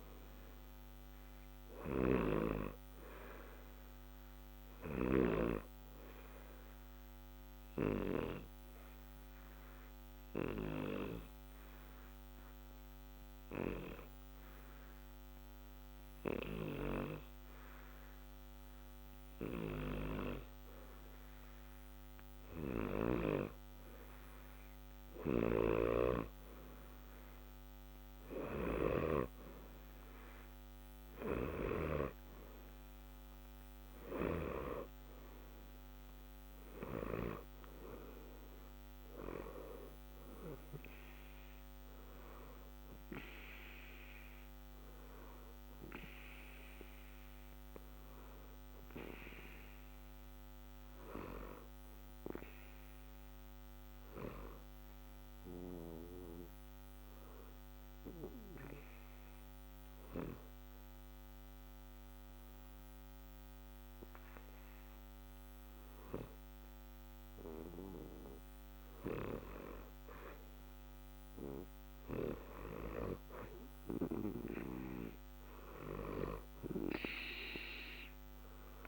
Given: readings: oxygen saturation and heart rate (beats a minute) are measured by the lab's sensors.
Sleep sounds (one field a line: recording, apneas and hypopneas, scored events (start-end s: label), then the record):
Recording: breathing in sleep by a microphone on the trachea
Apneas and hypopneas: 2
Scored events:
0.00-20.50 s: oxygen desaturation (device-marked, oxygen 87% lowest, heart rate 60 extreme)
8.00-21.50 s: obstructive apnea (oxygen 92% before, 88% lowest, heart rate 60 before, 60 extreme, up 0 after)
25.50-30.00 s: arousal
33.50-62.50 s: oxygen desaturation (device-marked, oxygen 92% before, 89% lowest, heart rate 60 before, 60 extreme)
49.00-69.50 s: obstructive apnea (oxygen 92% before, 88% lowest, heart rate 60 before, 60 extreme, up 0 after)
72.00-77.50 s: arousal
From the record:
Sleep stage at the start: N2 (light sleep)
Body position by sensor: on the back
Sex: male